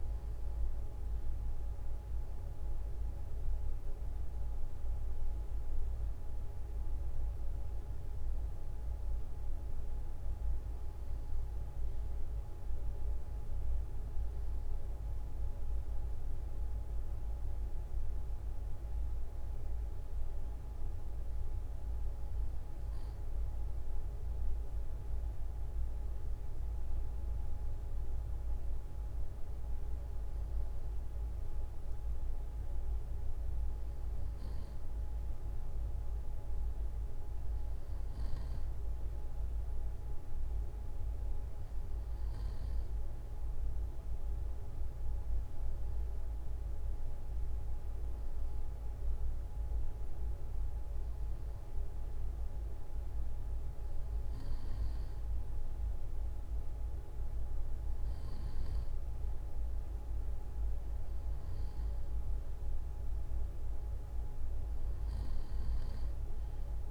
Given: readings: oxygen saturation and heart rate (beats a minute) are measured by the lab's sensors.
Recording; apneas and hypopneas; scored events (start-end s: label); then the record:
breathing in sleep, hard to hear, by a room microphone; none
none scored
From the record:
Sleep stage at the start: REM sleep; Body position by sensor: on the front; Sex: male